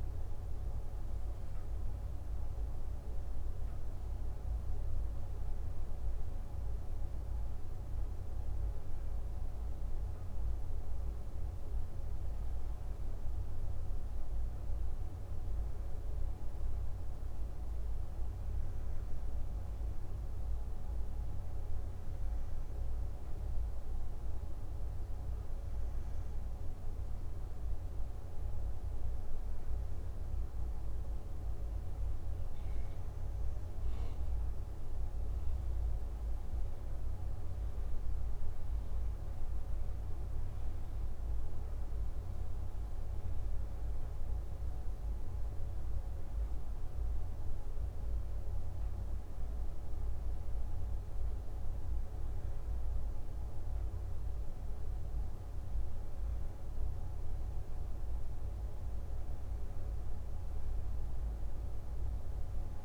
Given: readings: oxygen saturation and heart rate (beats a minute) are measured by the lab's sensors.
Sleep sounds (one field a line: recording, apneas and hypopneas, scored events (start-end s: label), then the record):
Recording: breathing in sleep, hard to hear, by a room microphone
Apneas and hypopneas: none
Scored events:
none scored
From the record:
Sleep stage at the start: N2 (light sleep)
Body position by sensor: on the back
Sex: male